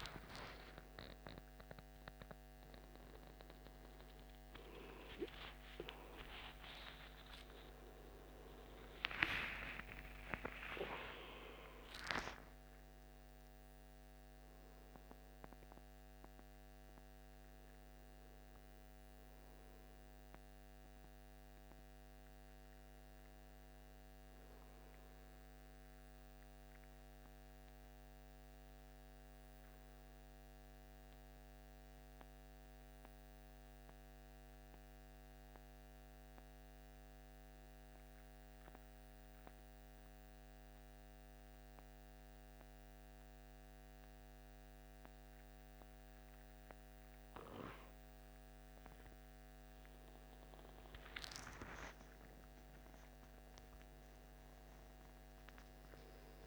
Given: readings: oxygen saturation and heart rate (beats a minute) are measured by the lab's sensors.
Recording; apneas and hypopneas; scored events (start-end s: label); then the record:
a person partly awake in a sleep study, by a microphone on the trachea; 1
20.50-56.47 s: new sleep stage, N2 (light sleep)
25.50-47.50 s: obstructive apnea (oxygen 97% before, 91% lowest, heart rate 111 before, 72 extreme, up 35 after)
47.50-56.47 s: oxygen desaturation (device-marked, oxygen 96% before, 91% lowest)
52.50-56.47 s: arousal
From the record:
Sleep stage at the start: awake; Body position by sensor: on the back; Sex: male